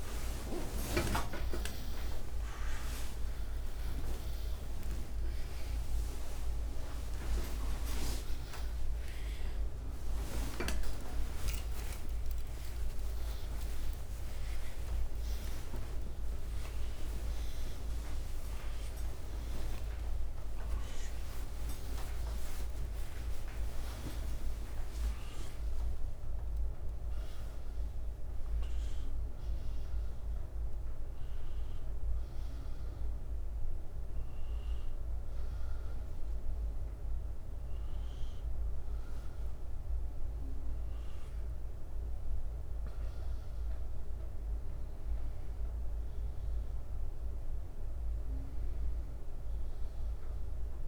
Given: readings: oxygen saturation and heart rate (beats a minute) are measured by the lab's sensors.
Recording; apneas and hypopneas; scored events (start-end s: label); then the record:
a person awake in a sleep study, by a room microphone; none
0.50-16.50 s: tachycardia (device-marked, heart rate 64 before, 139 extreme)
1.50-8.50 s: oxygen desaturation (device-marked, oxygen 97% before, 92% lowest, heart rate 75 before, 79 extreme)
44.50-50.88 s: new sleep stage, N1 (lightest sleep)
From the record:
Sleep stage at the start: awake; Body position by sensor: on the front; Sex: male